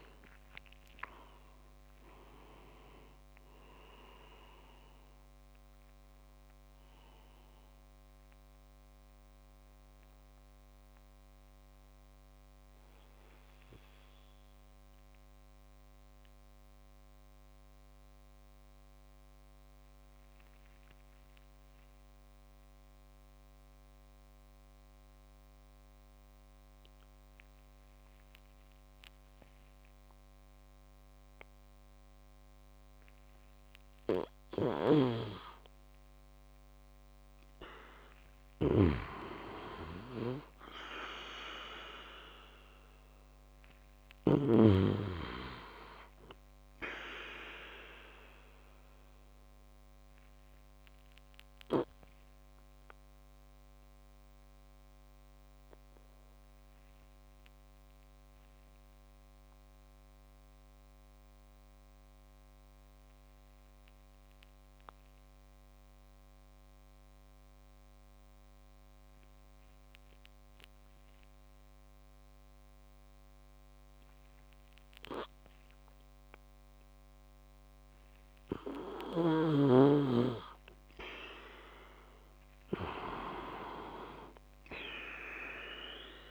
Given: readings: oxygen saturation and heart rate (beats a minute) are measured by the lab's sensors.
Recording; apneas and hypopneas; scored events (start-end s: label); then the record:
breathing in sleep by a microphone on the trachea; 2
0.00-1.00 s: oxygen desaturation (device-marked, oxygen 94% lowest)
8.00-14.00 s: tachycardia (device-marked, heart rate 60 before, 103 extreme)
9.00-33.50 s: mixed apnea (oxygen 97% before, 93% lowest)
34.00-44.00 s: snoring (device-marked)
37.50-42.50 s: arousal
50.00-77.50 s: obstructive apnea (oxygen 100% before, 95% lowest)
80.00-83.00 s: arousal
From the record:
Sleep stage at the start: N2 (light sleep); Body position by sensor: on the back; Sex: male